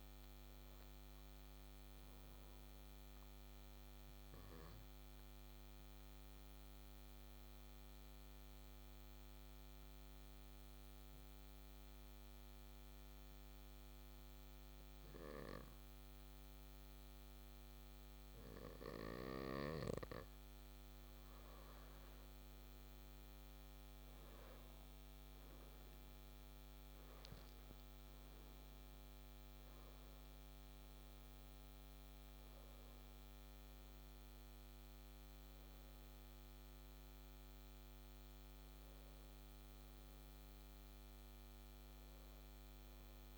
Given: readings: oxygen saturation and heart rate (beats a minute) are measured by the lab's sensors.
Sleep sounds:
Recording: breathing in sleep, hard to hear, by a microphone on the trachea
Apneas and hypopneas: 1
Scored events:
4.00-20.00 s: obstructive apnea (oxygen 98% before, 95% lowest)
23.50-28.50 s: arousal
From the record:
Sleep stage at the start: N2 (light sleep)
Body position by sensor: on the back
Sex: male

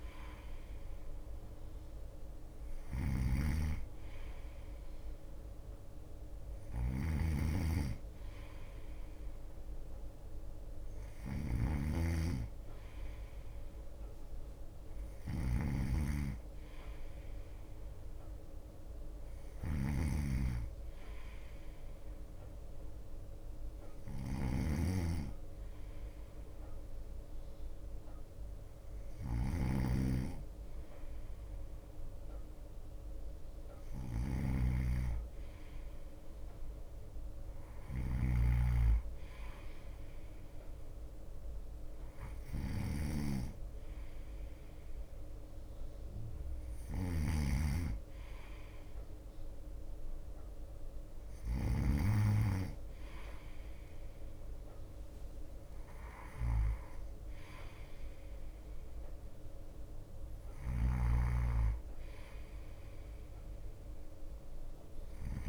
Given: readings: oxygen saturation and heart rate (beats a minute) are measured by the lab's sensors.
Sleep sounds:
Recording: breathing in sleep by a room microphone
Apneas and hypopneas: 1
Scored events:
0.00-7.50 s: drop in pulse transit time (device-marked, heart rate 55 extreme)
0.00-50.50 s: bradycardia (device-marked, heart rate 55 extreme)
0.00-52.00 s: snoring (device-marked)
16.50-20.00 s: arousal
23.00-33.00 s: hypopnea (oxygen 94% before, 93% lowest, heart rate 57 before, 56 extreme, up 3 after)
37.50-41.00 s: arousal
56.50-65.49 s: drop in pulse transit time (device-marked, heart rate 58 before, 55 extreme)
58.50-65.49 s: bradycardia (device-marked, heart rate 58 before, 55 extreme)
60.50-65.49 s: snoring (device-marked)
From the record:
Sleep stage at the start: N2 (light sleep)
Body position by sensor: on the right side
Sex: male

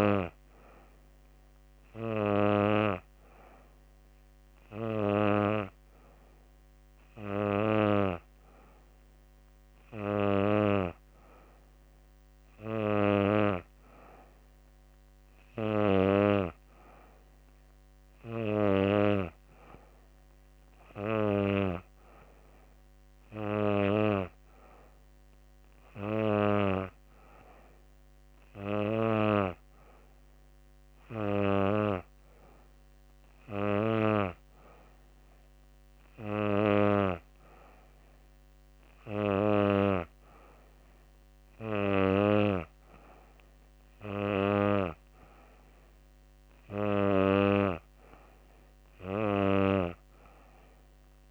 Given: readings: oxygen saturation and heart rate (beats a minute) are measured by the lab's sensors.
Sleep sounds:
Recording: breathing in sleep by a microphone on the trachea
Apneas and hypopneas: none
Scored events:
none scored
From the record:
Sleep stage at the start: N2 (light sleep)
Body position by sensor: on the back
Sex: female

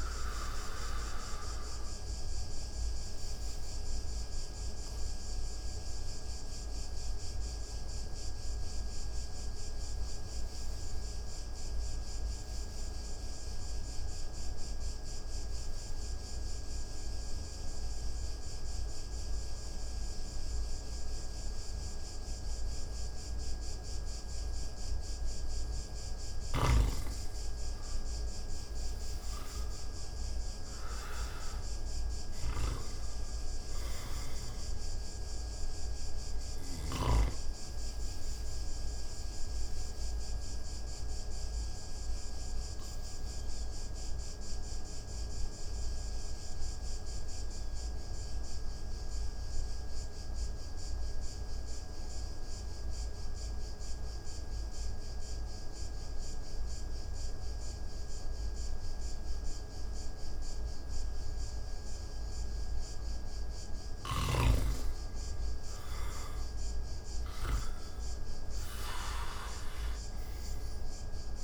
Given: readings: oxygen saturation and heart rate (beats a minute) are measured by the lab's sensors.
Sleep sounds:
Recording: breathing in sleep by a room microphone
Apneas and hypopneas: 2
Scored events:
1.00-24.00 s: oxygen desaturation (device-marked, oxygen 98% before, 89% lowest)
3.00-25.00 s: mixed apnea (oxygen 98% before, 86% lowest)
26.00-37.00 s: snoring (device-marked)
28.50-32.50 s: arousal
37.50-63.50 s: obstructive apnea (oxygen 98% before, 82% lowest)
38.00-54.00 s: oxygen desaturation (device-marked, oxygen 97% before, 88% lowest)
63.00-71.44 s: oxygen desaturation (device-marked, oxygen 98% before, 82% lowest)
65.50-69.50 s: arousal
From the record:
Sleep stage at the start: N2 (light sleep)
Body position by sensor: on the back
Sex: male

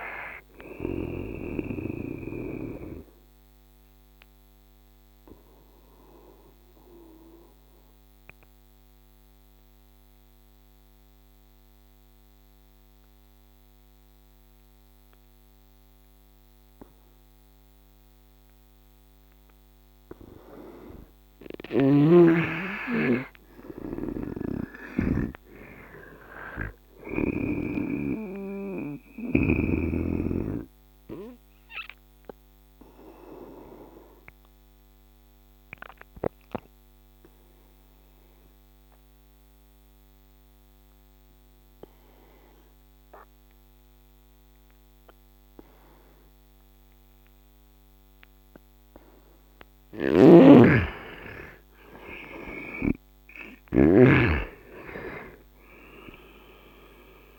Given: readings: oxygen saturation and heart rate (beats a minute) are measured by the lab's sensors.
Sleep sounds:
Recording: breathing in sleep by a microphone on the trachea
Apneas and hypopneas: 2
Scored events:
0.00-17.50 s: oxygen desaturation (device-marked, oxygen 80% lowest, heart rate 66 extreme)
2.00-20.50 s: obstructive apnea (oxygen 98% before, 80% lowest, heart rate 76 before, 66 extreme, up 9 after)
21.50-25.00 s: snoring (device-marked)
22.50-26.50 s: arousal
23.50-45.50 s: oxygen desaturation (device-marked, oxygen 100% before, 86% lowest, heart rate 70 before, 65 extreme)
32.00-49.00 s: obstructive apnea (oxygen 100% before, 82% lowest, heart rate 72 before, 65 extreme, up 13 after)
49.50-57.39 s: snoring (device-marked)
50.50-57.39 s: oxygen desaturation (device-marked, oxygen 98% before, 85% lowest, heart rate 74 before, 64 extreme)
51.50-55.50 s: arousal
From the record:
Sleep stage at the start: N2 (light sleep)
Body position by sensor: on the right side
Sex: male

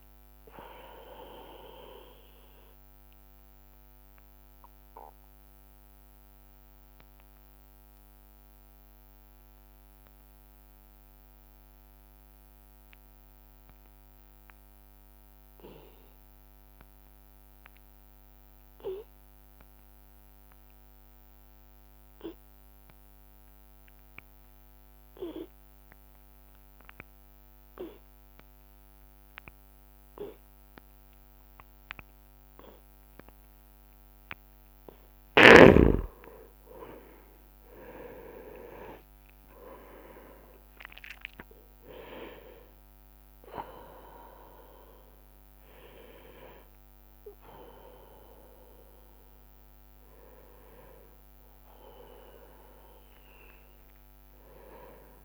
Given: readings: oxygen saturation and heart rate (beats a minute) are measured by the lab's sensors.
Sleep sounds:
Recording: breathing in sleep by a microphone on the trachea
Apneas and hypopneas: 1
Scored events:
0.00-3.50 s: oxygen desaturation (device-marked, oxygen 93% lowest)
4.00-33.50 s: obstructive apnea (oxygen 99% before, 87% lowest)
16.50-23.50 s: oxygen desaturation (device-marked, oxygen 93% before, 87% lowest)
21.50-35.50 s: tachycardia (device-marked)
24.50-26.50 s: long interval between heartbeats (device-marked)
34.50-52.50 s: oxygen desaturation (device-marked, oxygen 99% before, 93% lowest)
36.00-42.00 s: arousal
From the record:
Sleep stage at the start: N2 (light sleep)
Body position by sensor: on the right side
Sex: male

